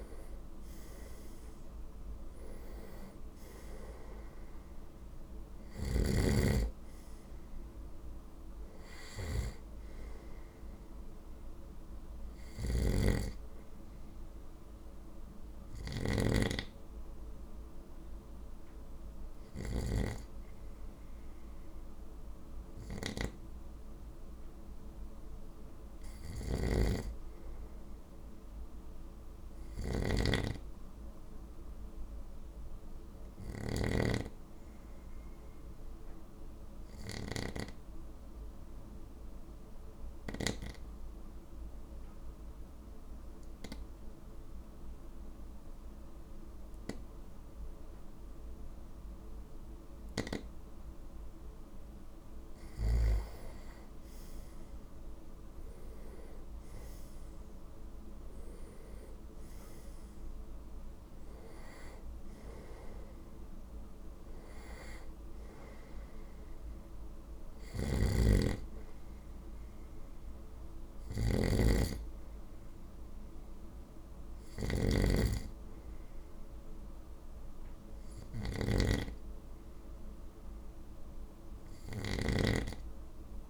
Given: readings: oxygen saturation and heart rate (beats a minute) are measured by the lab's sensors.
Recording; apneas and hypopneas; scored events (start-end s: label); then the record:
breathing in sleep by a room microphone; 1
12.50-20.00 s: snoring (device-marked)
26.00-33.50 s: snoring (device-marked)
27.00-30.00 s: arousal
34.00-51.00 s: obstructive apnea (oxygen 96% before, 94% lowest, heart rate 50 before, 51 extreme, up 6 after)
53.00-56.00 s: arousal
67.50-83.50 s: snoring (device-marked)
From the record:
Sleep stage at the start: N2 (light sleep); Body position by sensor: on the right side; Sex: male